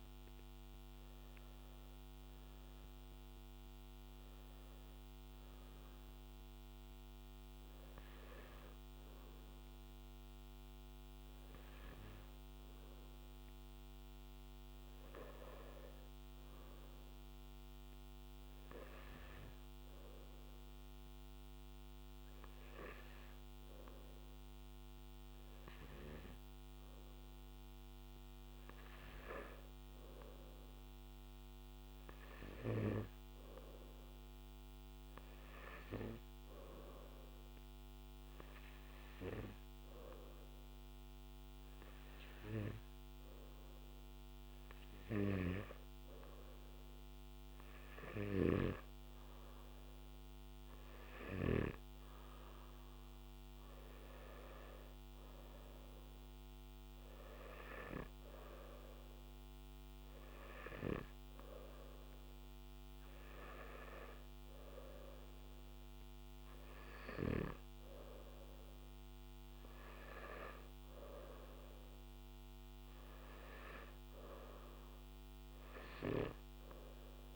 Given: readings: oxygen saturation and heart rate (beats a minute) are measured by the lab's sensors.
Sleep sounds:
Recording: breathing in sleep by a microphone on the trachea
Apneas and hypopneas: none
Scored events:
0.00-17.00 s: oxygen desaturation (device-marked, oxygen 92% lowest, heart rate 59 extreme)
From the record:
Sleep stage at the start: N2 (light sleep)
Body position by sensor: on the back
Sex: male

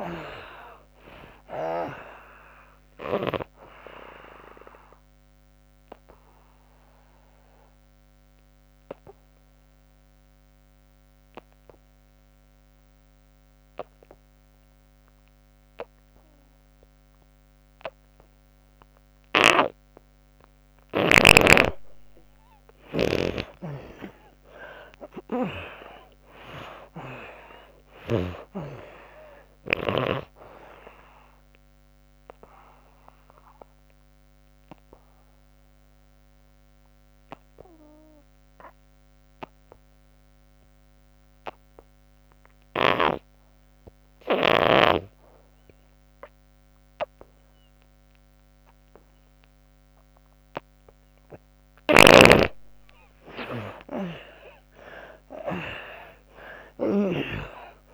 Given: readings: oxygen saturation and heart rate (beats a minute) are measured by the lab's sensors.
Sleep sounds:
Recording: breathing in sleep by a microphone on the trachea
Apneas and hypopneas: 2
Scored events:
0.00-23.50 s: oxygen desaturation (device-marked, oxygen 76% lowest, heart rate 63 extreme)
3.00-19.00 s: obstructive apnea (oxygen 96% before, 76% lowest, heart rate 74 before, 63 extreme, up 13 after)
22.50-28.00 s: snoring (device-marked)
23.50-27.00 s: arousal
28.50-41.50 s: oxygen desaturation (device-marked, oxygen 96% before, 79% lowest, heart rate 68 before, 63 extreme)
31.00-50.50 s: obstructive apnea (oxygen 96% before, 77% lowest, heart rate 69 before, 63 extreme, up 34 after)
51.00-57.94 s: snoring (device-marked)
53.50-57.00 s: arousal
From the record:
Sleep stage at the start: N2 (light sleep)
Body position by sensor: on the back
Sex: female

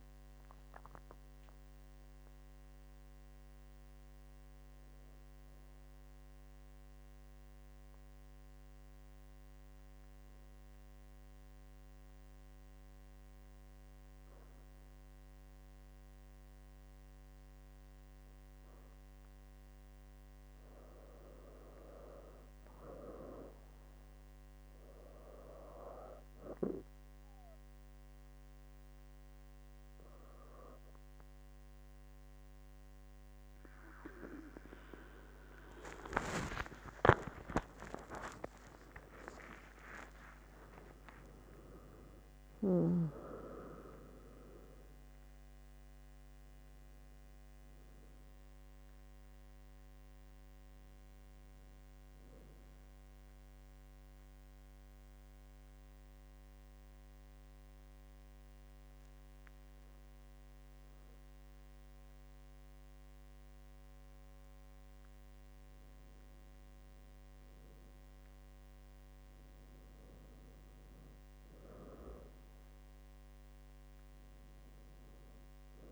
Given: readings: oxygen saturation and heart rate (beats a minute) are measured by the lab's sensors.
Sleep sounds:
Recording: breathing in sleep by a microphone on the trachea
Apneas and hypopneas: 2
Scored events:
6.00-19.50 s: obstructive apnea (oxygen 98% before, 95% lowest, heart rate 107 before, 67 extreme, up 7 after)
37.00-42.50 s: arousal
54.00-65.50 s: obstructive apnea (oxygen 99% before, 96% lowest, heart rate 99 before, 65 extreme, up 2 after)
67.50-71.50 s: arousal
From the record:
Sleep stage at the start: N2 (light sleep)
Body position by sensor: on the back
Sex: female

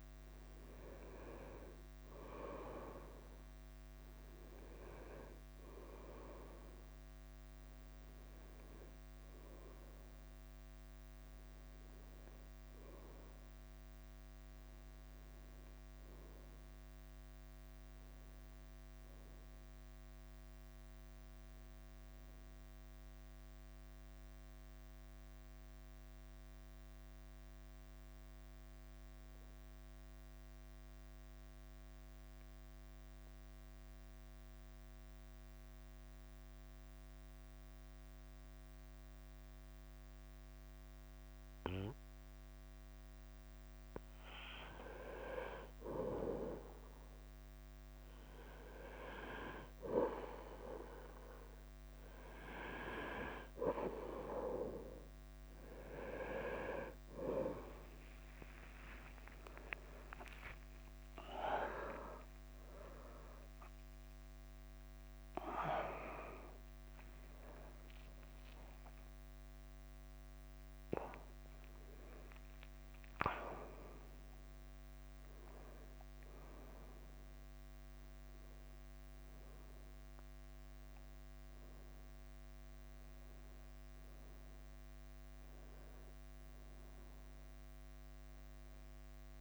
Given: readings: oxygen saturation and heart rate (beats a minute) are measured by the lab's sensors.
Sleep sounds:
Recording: breathing in sleep by a microphone on the trachea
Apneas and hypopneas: 1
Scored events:
0.00-3.00 s: arousal
0.00-58.00 s: bradycardia (device-marked, heart rate 45 extreme)
26.50-43.00 s: obstructive apnea (oxygen 96% before, 93% lowest, heart rate 51 before, 49 extreme, up 1 after)
53.00-69.00 s: oxygen desaturation (device-marked, oxygen 98% before, 93% lowest, heart rate 50 before, 50 extreme)
57.50-63.50 s: arousal
64.00-67.00 s: bradycardia (device-marked, heart rate 52 before, 60 extreme)
70.00-89.41 s: bradycardia (device-marked, heart rate 52 before, 48 extreme)
87.50-89.41 s: arousal
From the record:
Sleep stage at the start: N2 (light sleep)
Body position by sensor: on the right side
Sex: male

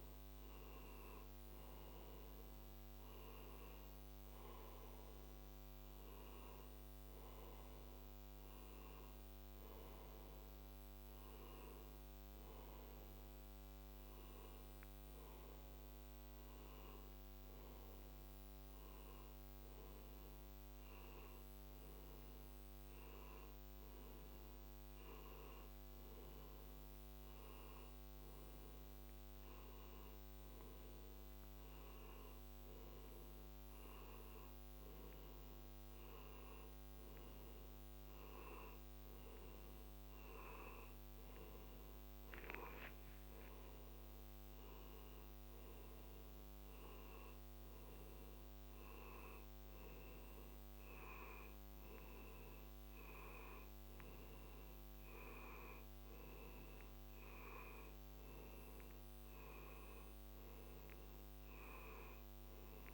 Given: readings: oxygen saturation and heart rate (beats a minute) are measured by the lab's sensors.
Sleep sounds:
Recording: a person partly awake in a sleep study, by a microphone on the trachea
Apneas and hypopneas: none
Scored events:
7.00-37.00 s: new sleep stage, N1 (lightest sleep)
37.00-62.94 s: new sleep stage, N2 (light sleep)
From the record:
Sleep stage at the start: awake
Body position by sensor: on the back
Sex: male

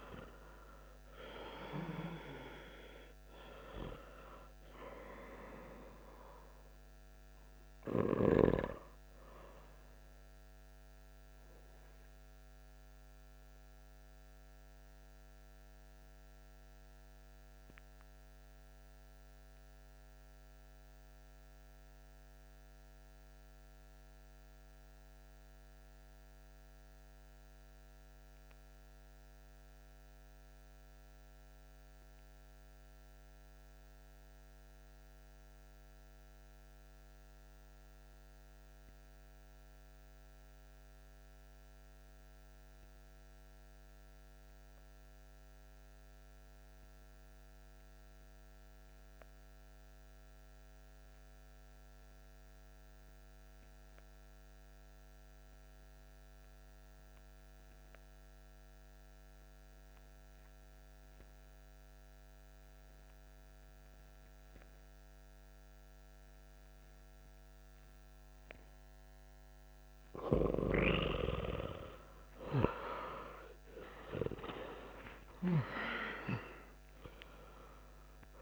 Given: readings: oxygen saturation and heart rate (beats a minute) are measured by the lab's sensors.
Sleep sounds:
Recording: breathing in sleep by a microphone on the trachea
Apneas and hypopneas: 1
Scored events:
0.00-15.00 s: oxygen desaturation (device-marked, oxygen 89% lowest)
15.00-69.50 s: obstructive apnea (oxygen 98% before, 87% lowest)
44.00-78.42 s: oxygen desaturation (device-marked, oxygen 97% before, 87% lowest)
72.00-77.00 s: arousal
From the record:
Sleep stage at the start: N2 (light sleep)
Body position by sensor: on the back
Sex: male

